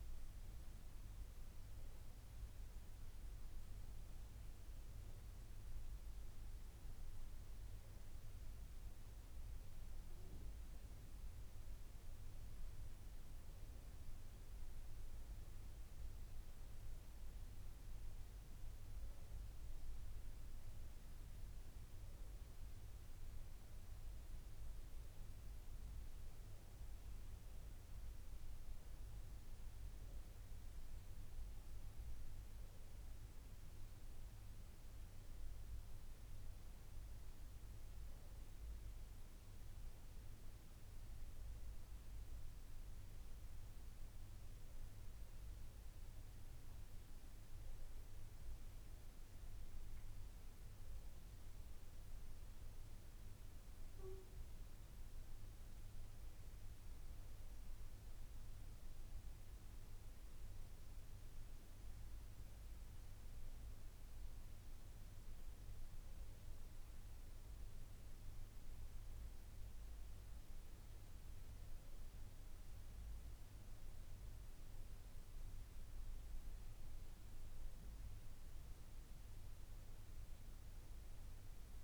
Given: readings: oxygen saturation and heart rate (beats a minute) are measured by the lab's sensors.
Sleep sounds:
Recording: breathing in sleep, hard to hear, by a room microphone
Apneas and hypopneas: none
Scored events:
none scored
From the record:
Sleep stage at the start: N1 (lightest sleep)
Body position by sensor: on the left side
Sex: female

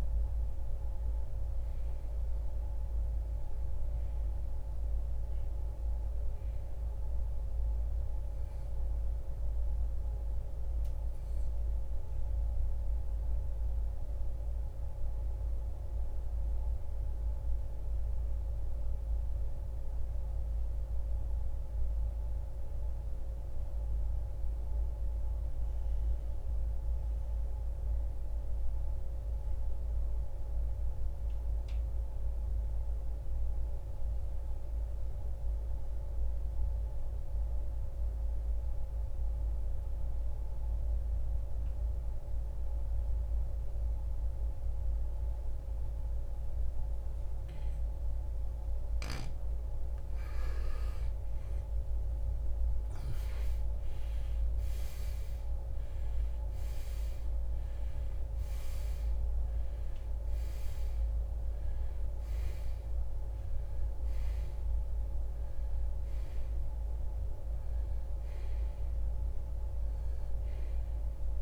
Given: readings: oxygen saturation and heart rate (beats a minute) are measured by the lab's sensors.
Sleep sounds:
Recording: breathing in sleep, hard to hear, by a room microphone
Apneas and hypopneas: 1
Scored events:
0.00-24.00 s: oxygen desaturation (device-marked, oxygen 81% lowest, heart rate 46 extreme)
9.50-49.00 s: obstructive apnea (oxygen 96% before, 80% lowest, heart rate 79 before, 46 extreme, up 27 after)
40.00-71.42 s: oxygen desaturation (device-marked, oxygen 98% before, 80% lowest, heart rate 74 before, 46 extreme)
46.00-71.42 s: new sleep stage, N2 (light sleep)
50.00-55.00 s: arousal
From the record:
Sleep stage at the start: REM sleep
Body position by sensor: on the right side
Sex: male

